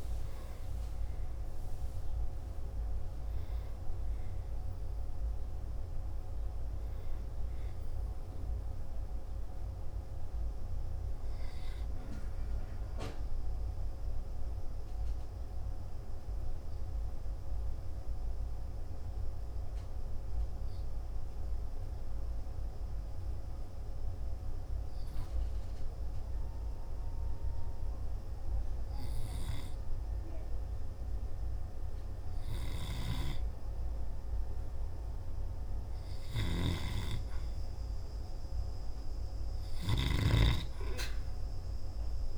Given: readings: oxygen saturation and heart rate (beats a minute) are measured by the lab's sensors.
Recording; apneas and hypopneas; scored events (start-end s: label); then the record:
breathing in sleep by a room microphone; 1
8.00-26.00 s: oxygen desaturation (device-marked, oxygen 95% before, 91% lowest, heart rate 60 before, 48 extreme)
15.00-37.50 s: hypopnea (oxygen 98% before, 90% lowest, heart rate 61 before, 48 extreme, up 3 after)
From the record:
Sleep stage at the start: N2 (light sleep); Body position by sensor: on the back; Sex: male